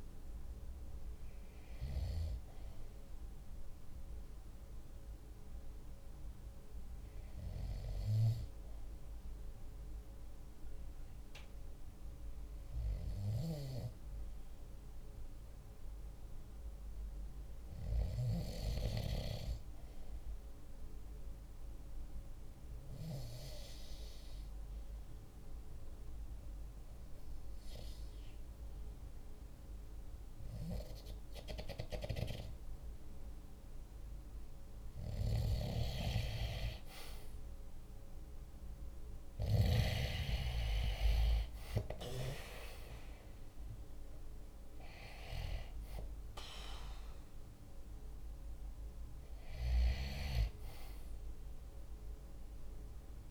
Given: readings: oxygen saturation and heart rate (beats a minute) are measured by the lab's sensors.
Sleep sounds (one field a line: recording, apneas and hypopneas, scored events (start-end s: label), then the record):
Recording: breathing in sleep by a room microphone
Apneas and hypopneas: 1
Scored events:
0.50-33.50 s: hypopnea (oxygen 96% before, 93% lowest, heart rate 47 before, 45 extreme, up 2 after)
36.50-41.00 s: arousal
52.50-53.31 s: new sleep stage, REM sleep
From the record:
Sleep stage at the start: N2 (light sleep)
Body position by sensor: on the right side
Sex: male